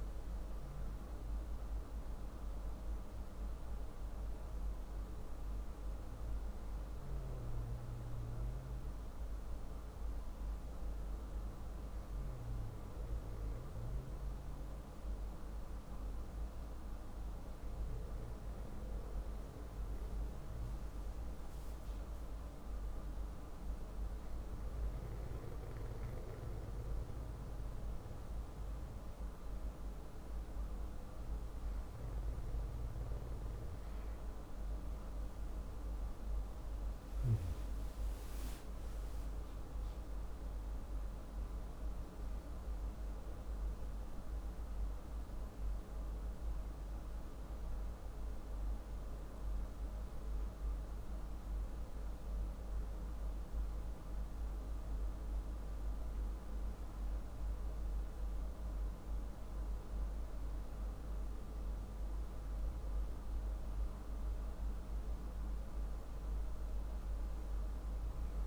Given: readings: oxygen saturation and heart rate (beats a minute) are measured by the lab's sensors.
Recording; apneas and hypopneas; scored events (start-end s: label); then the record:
breathing in sleep, hard to hear, by a room microphone; none
37.00-41.00 s: arousal
From the record:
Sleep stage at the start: N2 (light sleep); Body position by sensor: on the back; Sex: male